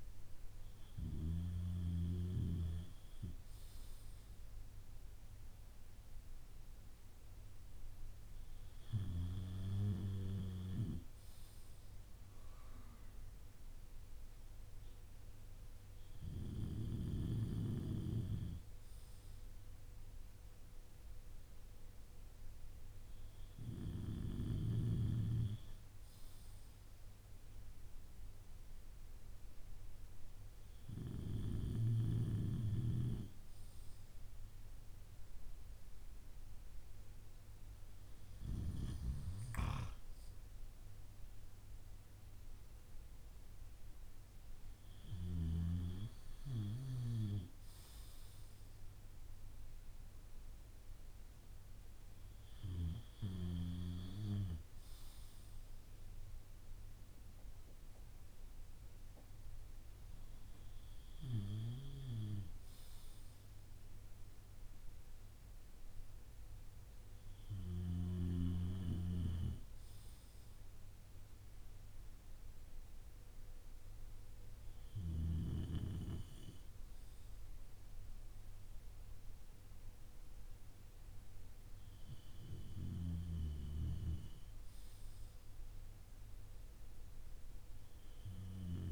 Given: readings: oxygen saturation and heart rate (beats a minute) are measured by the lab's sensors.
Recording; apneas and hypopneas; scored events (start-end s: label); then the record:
breathing in sleep by a room microphone; none
none scored
From the record:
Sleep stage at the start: N2 (light sleep); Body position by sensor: on the back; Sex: male